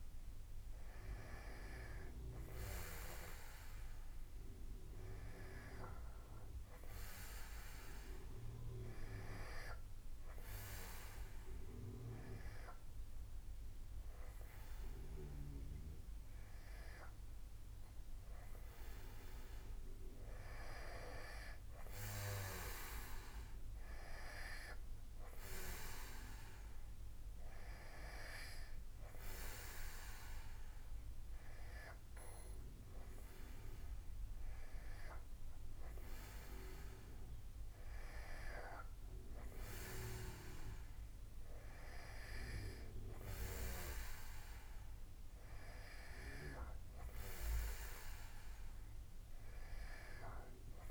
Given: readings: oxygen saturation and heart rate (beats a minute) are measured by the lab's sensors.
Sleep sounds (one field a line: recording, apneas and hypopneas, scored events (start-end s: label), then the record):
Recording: breathing in sleep by a room microphone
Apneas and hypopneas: none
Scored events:
none scored
From the record:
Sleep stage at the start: N2 (light sleep)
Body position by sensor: on the back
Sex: male